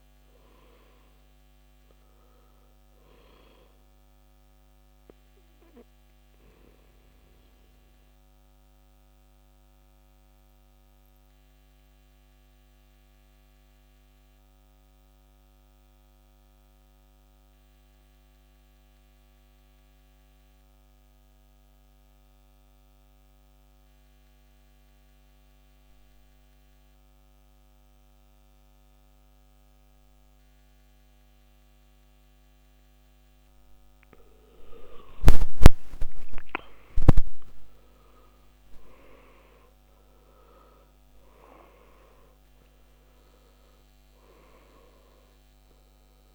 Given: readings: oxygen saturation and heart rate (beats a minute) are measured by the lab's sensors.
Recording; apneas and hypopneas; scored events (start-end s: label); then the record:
breathing in sleep by a microphone on the trachea; 1
4.50-34.00 s: obstructive apnea (oxygen 96% before, 87% lowest, heart rate 60 before, 50 extreme, up 19 after)
13.50-26.50 s: oxygen desaturation (device-marked, oxygen 94% before, 87% lowest, heart rate 58 before, 50 extreme)
35.50-40.00 s: arousal
From the record:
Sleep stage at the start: N2 (light sleep); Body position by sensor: on the back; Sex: male